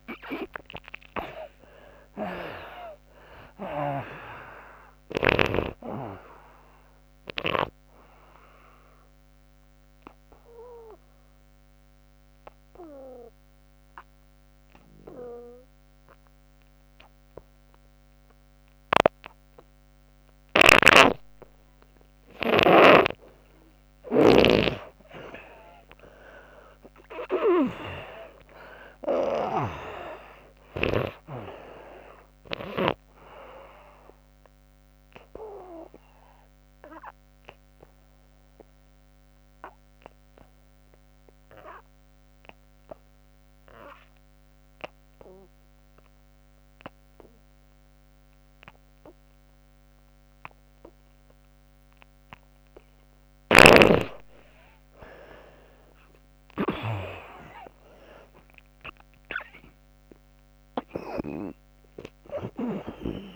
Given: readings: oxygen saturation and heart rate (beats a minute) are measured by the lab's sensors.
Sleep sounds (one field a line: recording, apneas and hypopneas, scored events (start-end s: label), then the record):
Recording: breathing in sleep by a microphone on the trachea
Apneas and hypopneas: 2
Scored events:
0.00-3.00 s: arousal
0.00-21.50 s: oxygen desaturation (device-marked, oxygen 80% lowest, heart rate 63 extreme)
7.50-20.00 s: obstructive apnea (oxygen 98% before, 77% lowest, heart rate 78 before, 63 extreme, up 13 after)
20.00-24.00 s: snoring (device-marked)
25.00-28.50 s: arousal
29.50-45.50 s: oxygen desaturation (device-marked, oxygen 97% before, 80% lowest, heart rate 69 before, 62 extreme)
33.00-52.50 s: obstructive apnea (oxygen 97% before, 76% lowest, heart rate 70 before, 62 extreme, up 35 after)
47.50-56.50 s: oxygen desaturation (device-marked, oxygen 98% before, 92% lowest, heart rate 78 before, 64 extreme)
53.00-62.50 s: snoring (device-marked)
56.00-60.50 s: arousal
58.50-63.36 s: oxygen desaturation (device-marked, oxygen 97% before, 77% lowest, heart rate 67 before, 65 extreme)
From the record:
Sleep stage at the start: N2 (light sleep)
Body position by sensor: on the back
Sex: female